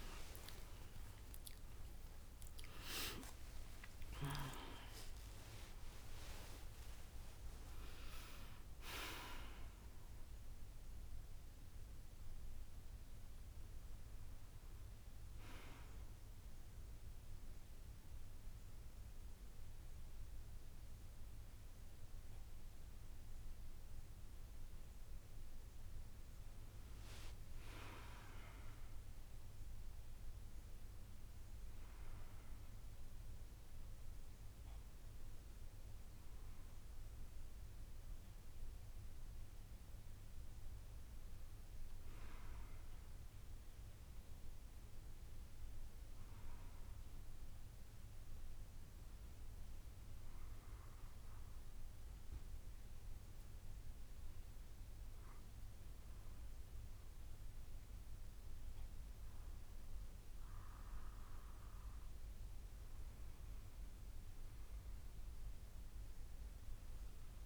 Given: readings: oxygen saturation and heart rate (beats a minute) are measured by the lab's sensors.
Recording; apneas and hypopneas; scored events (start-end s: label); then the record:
breathing in sleep by a room microphone; 2
1.00-6.50 s: arousal
8.00-67.46 s: new sleep stage, N1 (lightest sleep)
16.00-26.00 s: mixed apnea (oxygen 98% before, 96% lowest, heart rate 65 before, 54 extreme, up 6 after)
29.50-33.50 s: arousal
51.00-62.00 s: hypopnea (oxygen 98% before, 96% lowest, heart rate 56 before, 56 extreme, up 7 after)
64.00-67.00 s: arousal
From the record:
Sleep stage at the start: N2 (light sleep); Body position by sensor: on the back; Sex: female